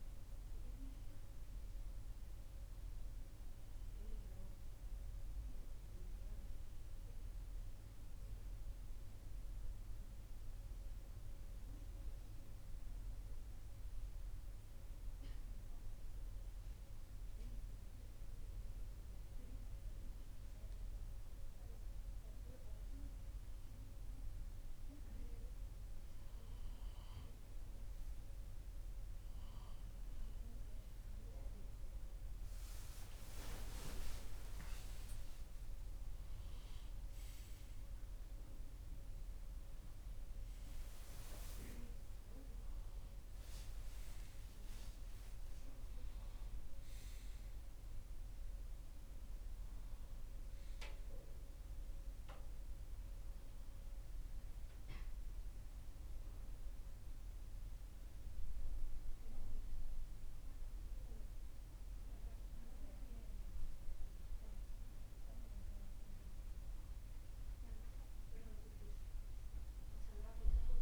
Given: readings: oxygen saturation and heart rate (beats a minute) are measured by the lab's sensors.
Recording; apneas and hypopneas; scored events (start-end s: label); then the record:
breathing in sleep by a room microphone; 2
2.00-6.00 s: arousal
7.50-22.00 s: hypopnea (oxygen 94% before, 92% lowest, heart rate 62 before, 61 extreme, up 0 after)
29.00-33.50 s: arousal
43.00-47.50 s: arousal
54.00-66.50 s: obstructive apnea (oxygen 95% before, 94% lowest, heart rate 64 before, 60 extreme, up 0 after)
67.00-70.82 s: arousal
From the record:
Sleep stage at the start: N2 (light sleep); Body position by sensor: on the left side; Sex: male